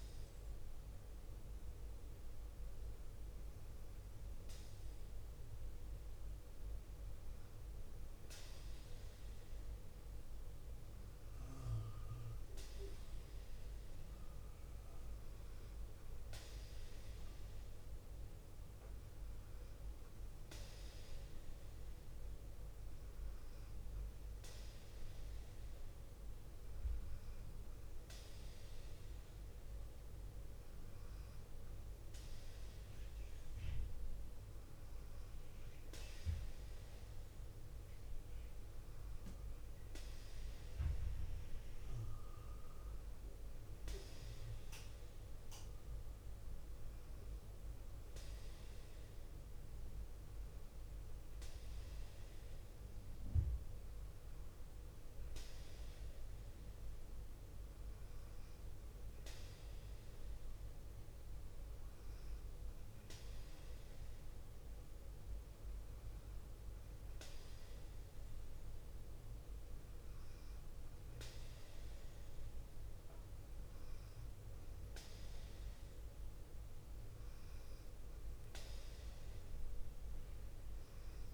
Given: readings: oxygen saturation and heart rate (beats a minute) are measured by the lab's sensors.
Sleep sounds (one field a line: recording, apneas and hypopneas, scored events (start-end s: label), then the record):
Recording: breathing in sleep, hard to hear, by a room microphone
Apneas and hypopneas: none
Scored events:
none scored
From the record:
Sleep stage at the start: N2 (light sleep)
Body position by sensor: on the left side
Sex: female